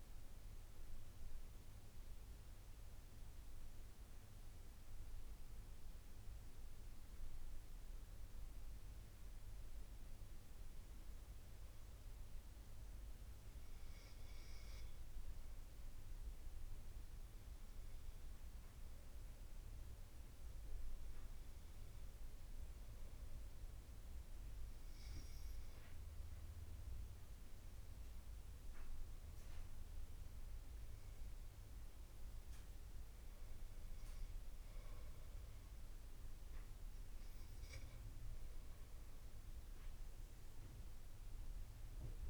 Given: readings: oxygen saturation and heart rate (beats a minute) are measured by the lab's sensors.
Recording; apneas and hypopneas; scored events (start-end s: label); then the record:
breathing in sleep, hard to hear, by a room microphone; 1
2.00-12.00 s: oxygen desaturation (device-marked, oxygen 96% before, 92% lowest, heart rate 76 before, 69 extreme)
12.00-25.00 s: obstructive apnea (oxygen 97% before, 88% lowest, heart rate 76 before, 66 extreme, up 12 after)
27.50-30.50 s: arousal
From the record:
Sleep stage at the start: N2 (light sleep); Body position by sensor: on the back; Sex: male